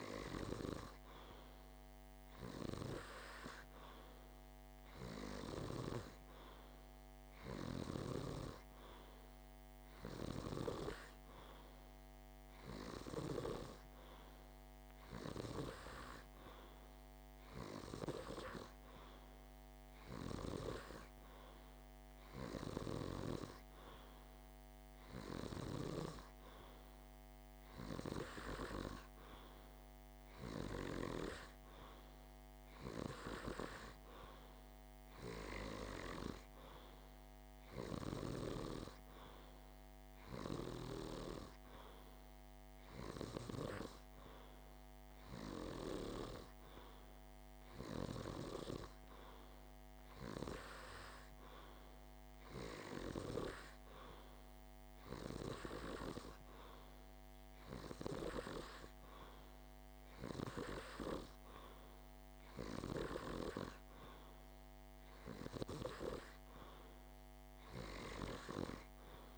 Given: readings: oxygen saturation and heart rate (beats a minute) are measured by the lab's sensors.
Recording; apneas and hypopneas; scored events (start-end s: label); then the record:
breathing in sleep by a microphone on the trachea; none
none scored
From the record:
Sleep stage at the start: N2 (light sleep); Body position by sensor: on the back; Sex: male